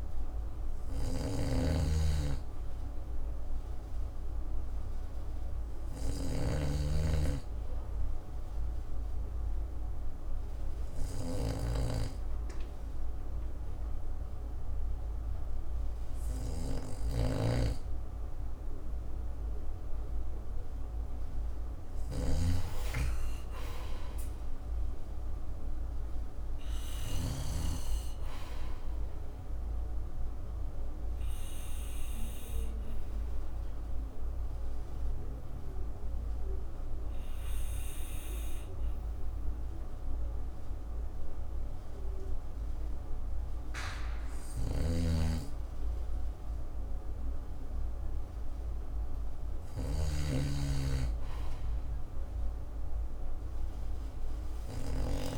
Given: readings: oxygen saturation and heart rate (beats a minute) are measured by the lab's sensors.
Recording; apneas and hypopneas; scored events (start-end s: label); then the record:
breathing in sleep by a room microphone; 2
0.00-27.50 s: snoring (device-marked)
9.50-20.00 s: obstructive apnea (oxygen 96% before, 88% lowest, heart rate 63 before, 57 extreme, up 4 after)
11.00-19.00 s: oxygen desaturation (device-marked, oxygen 95% before, 93% lowest, heart rate 63 before, 57 extreme)
23.00-26.50 s: arousal
31.00-42.50 s: obstructive apnea (oxygen 95% before, 88% lowest, heart rate 65 before, 57 extreme, up 9 after)
41.00-50.00 s: oxygen desaturation (device-marked, oxygen 93% before, 88% lowest, heart rate 64 before, 59 extreme)
44.50-55.38 s: snoring (device-marked)
47.00-51.50 s: arousal
From the record:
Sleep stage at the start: N2 (light sleep); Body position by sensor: on the back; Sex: male